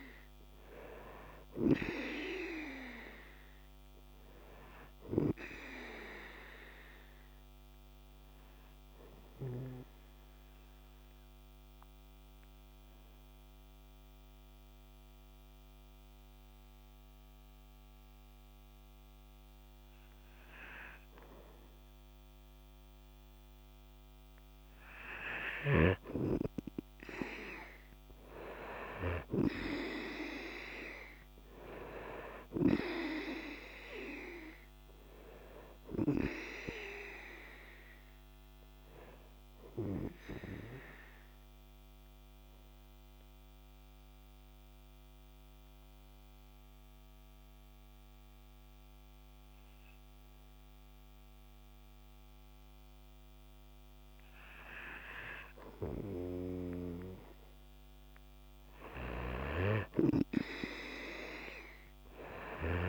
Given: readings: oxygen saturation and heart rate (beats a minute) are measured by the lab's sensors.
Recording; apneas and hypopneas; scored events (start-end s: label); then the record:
breathing in sleep by a microphone on the trachea; 2
9.50-23.50 s: obstructive apnea (oxygen 97% before, 91% lowest, heart rate 51 before, 47 extreme, up 7 after)
23.50-36.50 s: oxygen desaturation (device-marked, oxygen 97% before, 91% lowest, heart rate 48 before, 49 extreme)
25.50-30.00 s: arousal
25.50-36.50 s: snoring (device-marked)
41.00-55.50 s: obstructive apnea (oxygen 97% before, 91% lowest, heart rate 52 before, 49 extreme, up 4 after)
53.50-62.89 s: oxygen desaturation (device-marked, oxygen 96% before, 92% lowest, heart rate 52 before, 49 extreme)
59.50-62.89 s: snoring (device-marked)
60.00-62.89 s: arousal
From the record:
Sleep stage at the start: N2 (light sleep); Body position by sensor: on the right side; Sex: male